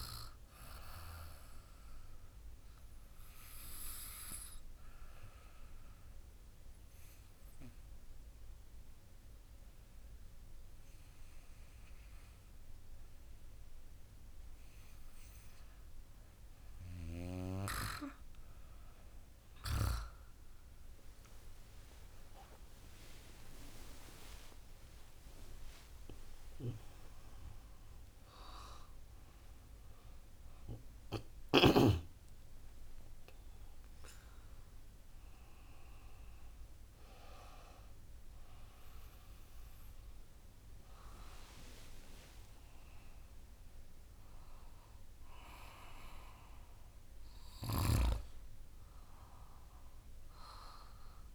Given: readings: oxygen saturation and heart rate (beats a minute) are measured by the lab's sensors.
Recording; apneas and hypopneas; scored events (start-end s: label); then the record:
a person awake in a sleep study, by a room microphone; 1
2.50-15.00 s: obstructive apnea (oxygen 96% before, 94% lowest, heart rate 54 before, 51 extreme, up 11 after)
18.00-48.00 s: new sleep stage, awake
48.00-51.35 s: new sleep stage, N2 (light sleep)
From the record:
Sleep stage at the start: N2 (light sleep); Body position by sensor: on the back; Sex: female